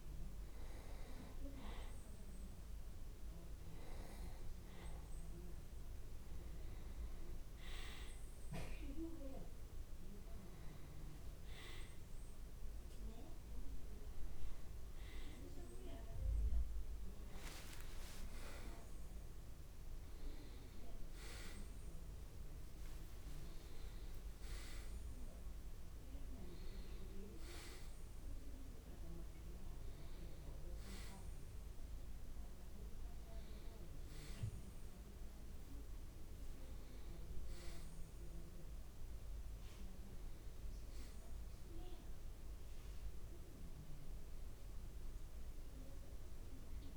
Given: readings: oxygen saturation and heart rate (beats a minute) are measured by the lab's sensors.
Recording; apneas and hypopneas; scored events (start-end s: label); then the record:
breathing in sleep by a room microphone; none
13.50-18.00 s: arousal
From the record:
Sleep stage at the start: N2 (light sleep); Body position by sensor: on the back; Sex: male